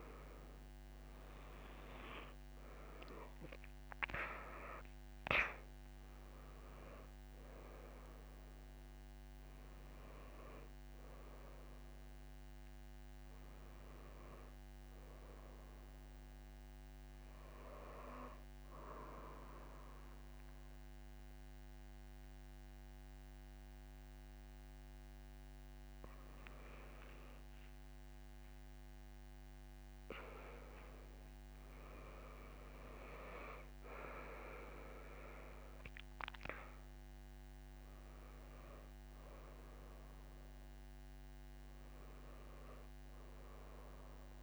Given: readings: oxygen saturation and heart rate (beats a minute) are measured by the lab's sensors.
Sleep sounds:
breathing in sleep by a microphone on the trachea; none
0.00-21.50 s: oxygen desaturation (device-marked, oxygen 90% lowest)
12.50-42.50 s: new sleep stage, N1 (lightest sleep)
27.00-30.00 s: arousal
42.50-44.42 s: new sleep stage, N2 (light sleep)
From the record:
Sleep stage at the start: N2 (light sleep); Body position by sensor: on the back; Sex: female

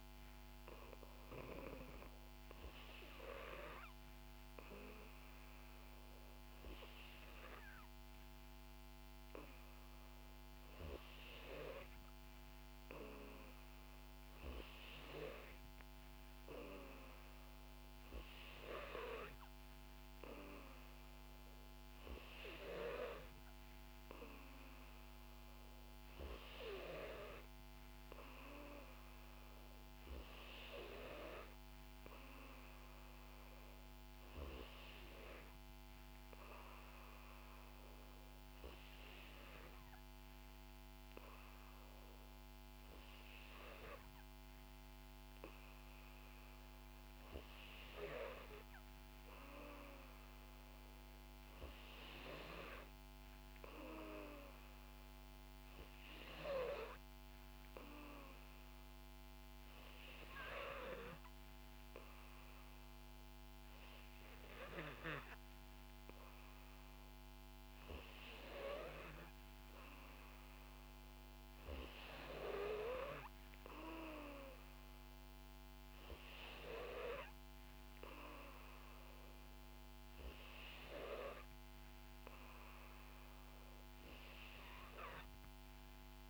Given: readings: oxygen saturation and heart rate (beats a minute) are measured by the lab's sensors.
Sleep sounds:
breathing in sleep by a microphone on the trachea; none
4.00-16.00 s: oxygen desaturation (device-marked, oxygen 93% before, 90% lowest, heart rate 60 before, 60 extreme)
48.00-50.00 s: long interval between heartbeats (device-marked, heart rate 61 before, 63 extreme)
From the record:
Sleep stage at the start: N2 (light sleep); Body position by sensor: on the back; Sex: female

